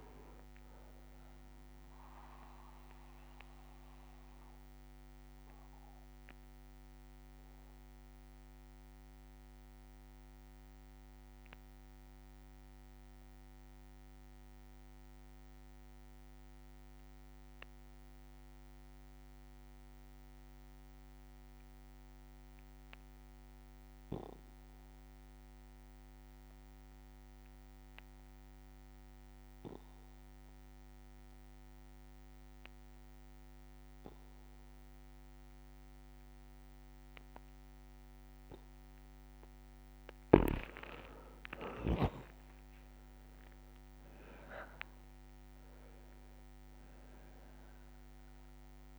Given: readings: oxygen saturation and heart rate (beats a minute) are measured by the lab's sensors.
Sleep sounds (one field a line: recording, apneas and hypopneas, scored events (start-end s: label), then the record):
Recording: breathing in sleep by a microphone on the trachea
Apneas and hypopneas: 1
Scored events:
0.00-15.00 s: oxygen desaturation (device-marked, oxygen 90% lowest, heart rate 59 extreme)
4.00-15.00 s: bradycardia (device-marked, heart rate 67 before, 59 extreme)
5.00-35.50 s: obstructive apnea (oxygen 99% before, 88% lowest, heart rate 69 before, 59 extreme, up 45 after)
30.00-48.98 s: oxygen desaturation (device-marked, oxygen 99% before, 88% lowest, heart rate 60 before, 58 extreme)
31.00-34.00 s: tachycardia (device-marked, heart rate 67 before, 88 extreme)
31.50-33.50 s: long interval between heartbeats (device-marked, heart rate 60 before, 79 extreme)
33.50-35.50 s: long interval between heartbeats (device-marked, heart rate 62 before, 88 extreme)
40.50-44.50 s: arousal
41.50-43.50 s: long interval between heartbeats (device-marked, heart rate 76 before, 70 extreme)
47.00-48.98 s: long interval between heartbeats (device-marked, heart rate 80 before, 78 extreme)
From the record:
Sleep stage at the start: N2 (light sleep)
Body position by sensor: on the back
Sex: male